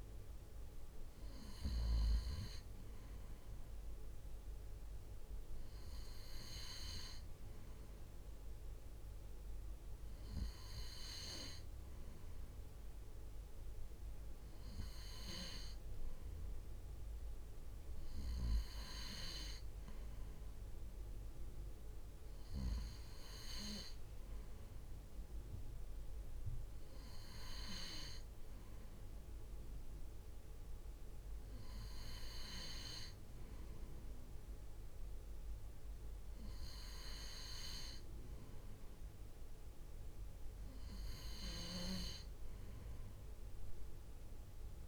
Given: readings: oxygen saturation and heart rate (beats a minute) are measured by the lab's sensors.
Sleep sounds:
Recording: breathing in sleep by a room microphone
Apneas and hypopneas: none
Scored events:
none scored
From the record:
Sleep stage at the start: N3 (deep sleep)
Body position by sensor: on the right side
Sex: male

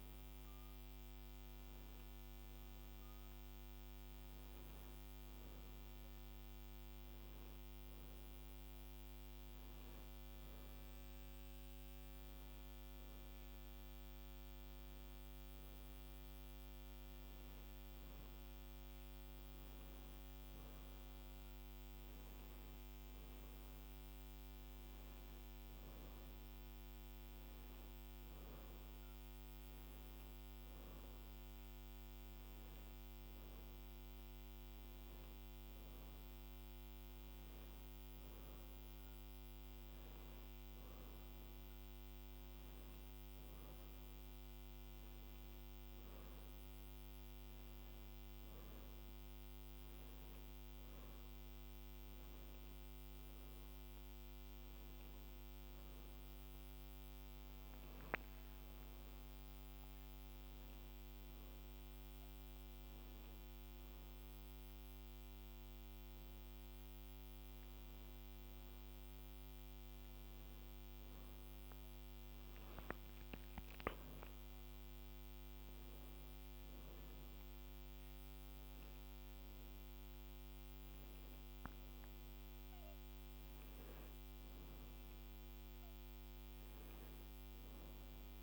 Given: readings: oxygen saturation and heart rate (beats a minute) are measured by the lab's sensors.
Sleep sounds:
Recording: a person awake in a sleep study, hard to hear, by a microphone on the trachea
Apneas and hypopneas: none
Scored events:
none scored
From the record:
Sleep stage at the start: awake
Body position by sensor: on the back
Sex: female

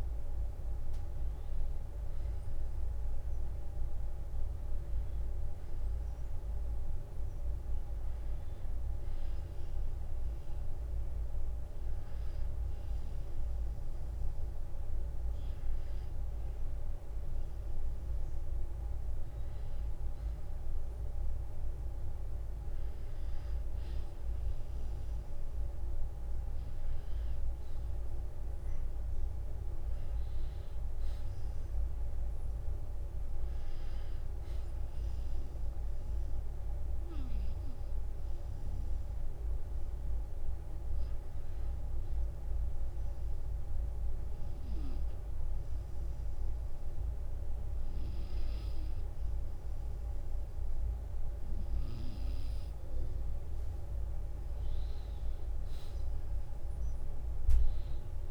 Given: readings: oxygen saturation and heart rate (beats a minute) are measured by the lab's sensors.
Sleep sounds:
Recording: breathing in sleep, hard to hear, by a room microphone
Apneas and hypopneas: 1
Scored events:
0.50-2.50 s: long interval between heartbeats (device-marked, heart rate 57 before, 54 extreme)
23.00-58.31 s: new sleep stage, N2 (light sleep)
36.00-38.00 s: long interval between heartbeats (device-marked, heart rate 55 before, 48 extreme)
42.00-53.50 s: obstructive apnea (oxygen 95% before, 90% lowest, heart rate 54 before, 53 extreme, up 5 after)
57.00-58.31 s: arousal
From the record:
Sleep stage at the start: N1 (lightest sleep)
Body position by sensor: on the back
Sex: male

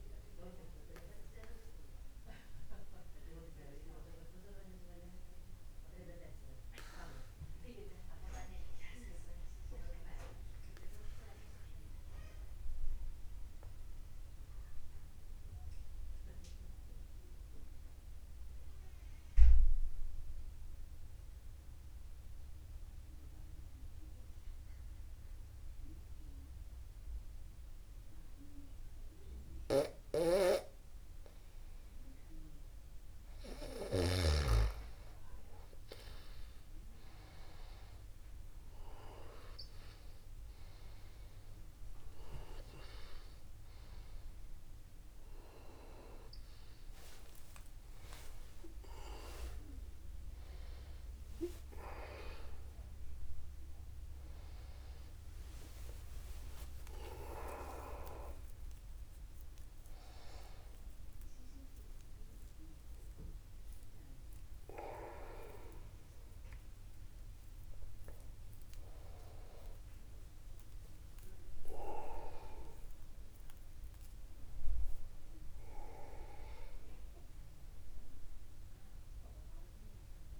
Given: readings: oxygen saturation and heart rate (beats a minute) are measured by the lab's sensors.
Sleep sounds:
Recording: a person partly awake in a sleep study, by a room microphone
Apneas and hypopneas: 1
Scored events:
6.00-32.00 s: obstructive apnea (oxygen 98% before, 92% lowest, heart rate 49 before, 49 extreme, up 1 after)
30.00-34.50 s: snoring (device-marked)
46.50-80.40 s: new sleep stage, awake
47.00-49.00 s: long interval between heartbeats (device-marked, heart rate 50 before, 60 extreme)
49.50-80.40 s: oxygen desaturation (device-marked, oxygen 96% before, 92% lowest, heart rate 52 before, 50 extreme)
50.00-52.00 s: long interval between heartbeats (device-marked, heart rate 52 before, 79 extreme)
52.00-54.00 s: long interval between heartbeats (device-marked, heart rate 55 before, 94 extreme)
56.50-58.50 s: long interval between heartbeats (device-marked, heart rate 66 before, 107 extreme)
59.50-61.50 s: long interval between heartbeats (device-marked, heart rate 76 before, 146 extreme)
63.50-65.50 s: long interval between heartbeats (device-marked, heart rate 96 before, 117 extreme)
66.00-68.00 s: long interval between heartbeats (device-marked, heart rate 105 before, 84 extreme)
From the record:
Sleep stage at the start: N2 (light sleep)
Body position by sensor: upright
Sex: male

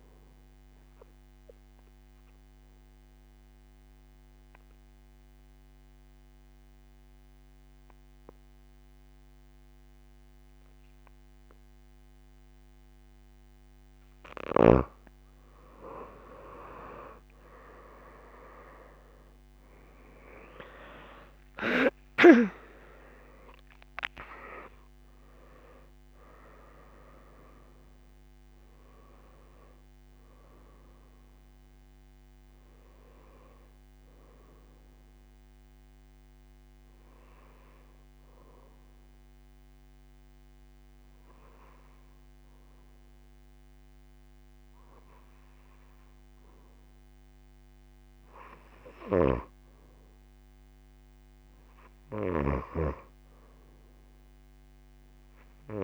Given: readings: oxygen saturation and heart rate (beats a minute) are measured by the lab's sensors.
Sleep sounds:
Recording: breathing in sleep by a microphone on the trachea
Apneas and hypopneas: 2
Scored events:
0.00-13.00 s: oxygen desaturation (device-marked, oxygen 88% lowest)
1.00-14.00 s: obstructive apnea (oxygen 94% before, 85% lowest)
16.50-21.00 s: arousal
21.00-48.00 s: oxygen desaturation (device-marked, oxygen 94% before, 85% lowest)
35.50-48.50 s: hypopnea (oxygen 94% before, 85% lowest, heart rate 30 before, 28 extreme, up 5 after)
51.00-54.00 s: arousal
From the record:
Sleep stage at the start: N2 (light sleep)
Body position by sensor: on the right side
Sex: female

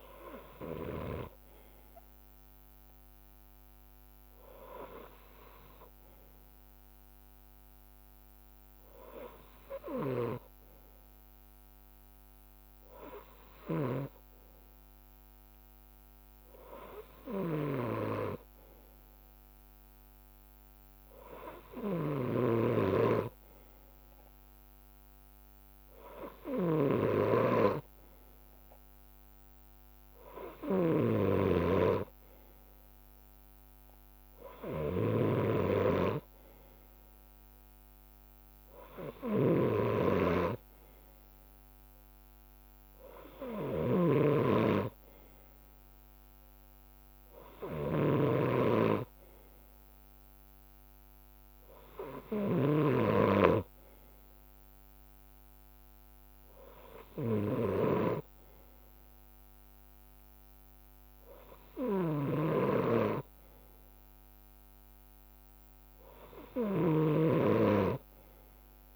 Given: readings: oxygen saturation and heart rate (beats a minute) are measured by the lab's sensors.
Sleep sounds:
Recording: breathing in sleep by a microphone on the trachea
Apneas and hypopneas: none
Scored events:
0.00-2.00 s: leg movement (device-marked)
0.00-68.96 s: bradycardia (device-marked, heart rate 53 extreme)
3.00-6.50 s: leg movement (device-marked)
6.50-11.00 s: leg movement (device-marked)
12.00-19.00 s: leg movement (device-marked)
12.50-30.50 s: drop in pulse transit time (device-marked, heart rate 58 before, 53 extreme)
23.00-30.50 s: leg movement (device-marked)
32.50-36.50 s: leg movement (device-marked)
37.50-43.00 s: leg movement (device-marked)
65.00-68.96 s: leg movement (device-marked)
From the record:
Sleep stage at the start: N2 (light sleep)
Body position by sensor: on the left side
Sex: male

